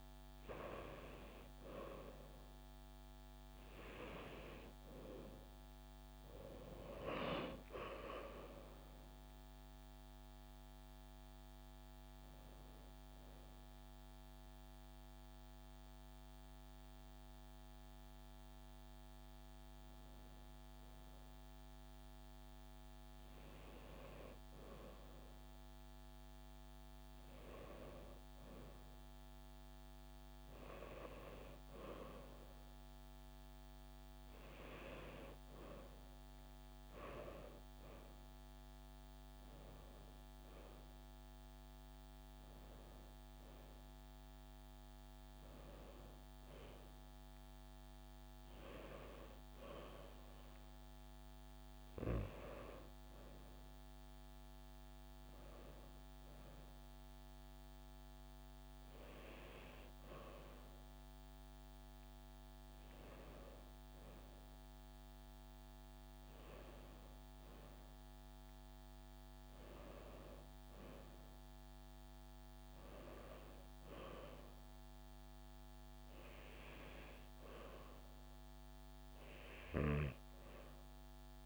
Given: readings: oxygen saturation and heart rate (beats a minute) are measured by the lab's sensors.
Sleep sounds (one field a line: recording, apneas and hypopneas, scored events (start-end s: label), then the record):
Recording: breathing in sleep by a microphone on the trachea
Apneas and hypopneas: 1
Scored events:
8.00-12.00 s: arousal
14.50-25.50 s: hypopnea (oxygen 96% before, 95% lowest, heart rate 78 before, 73 extreme, up 1 after)
28.50-32.50 s: arousal
46.00-81.45 s: new sleep stage, N2 (light sleep)
From the record:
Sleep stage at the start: N1 (lightest sleep)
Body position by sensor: on the right side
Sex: female